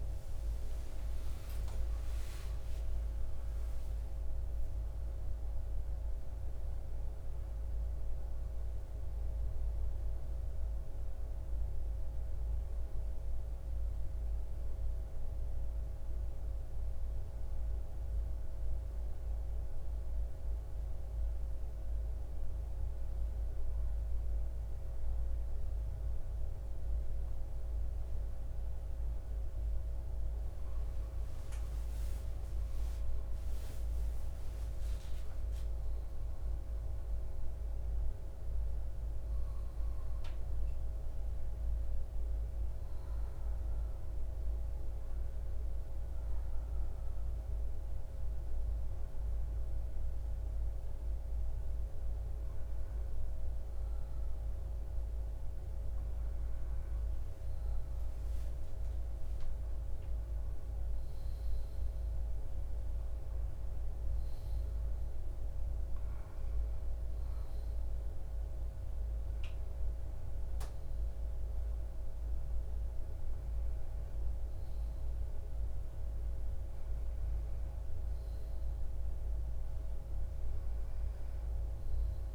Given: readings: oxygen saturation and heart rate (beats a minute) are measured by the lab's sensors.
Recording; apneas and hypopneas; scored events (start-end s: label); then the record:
breathing in sleep, hard to hear, by a room microphone; 1
0.50-6.00 s: arousal
2.00-24.00 s: oxygen desaturation (device-marked, oxygen 95% before, 92% lowest)
14.50-30.50 s: hypopnea (oxygen 95% before, 92% lowest, heart rate 71 before, 54 extreme, up 18 after)
33.00-36.00 s: arousal
37.00-82.35 s: new sleep stage, N2 (light sleep)
79.50-82.35 s: arousal
From the record:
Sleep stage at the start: N1 (lightest sleep); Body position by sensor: on the back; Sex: male